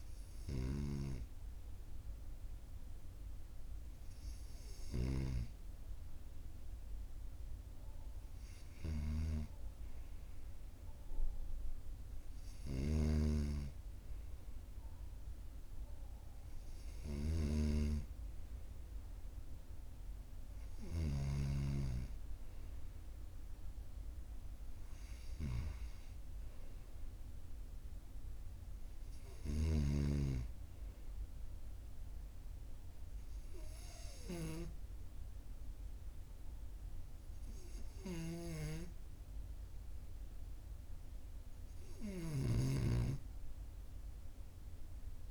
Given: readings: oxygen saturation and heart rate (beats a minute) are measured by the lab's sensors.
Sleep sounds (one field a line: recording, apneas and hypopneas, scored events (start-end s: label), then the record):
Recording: breathing in sleep by a room microphone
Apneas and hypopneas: none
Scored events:
4.50-21.00 s: snoring (device-marked)
37.50-45.31 s: snoring (device-marked)
From the record:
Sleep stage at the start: N2 (light sleep)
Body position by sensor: on the right side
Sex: male